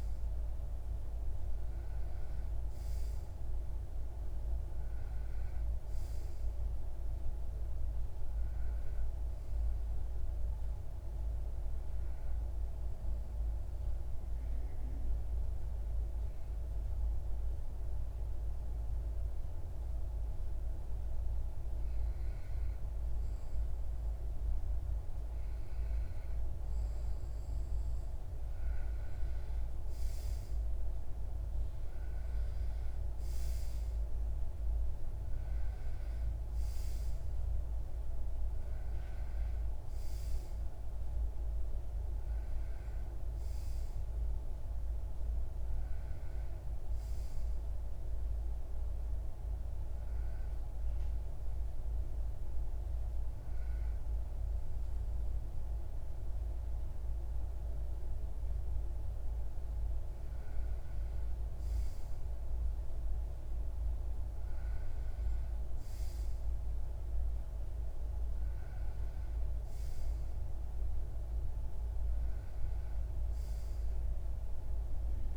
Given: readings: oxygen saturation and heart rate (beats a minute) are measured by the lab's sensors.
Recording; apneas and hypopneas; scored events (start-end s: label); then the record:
breathing in sleep, hard to hear, by a room microphone; 2
11.50-26.50 s: mixed apnea (oxygen 95% before, 93% lowest)
29.00-34.50 s: arousal
46.50-59.00 s: hypopnea (oxygen 95% before, 93% lowest, heart rate 31 before, 34 extreme, up 0 after)
61.50-67.00 s: arousal
From the record:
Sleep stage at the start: REM sleep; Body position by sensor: on the back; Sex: male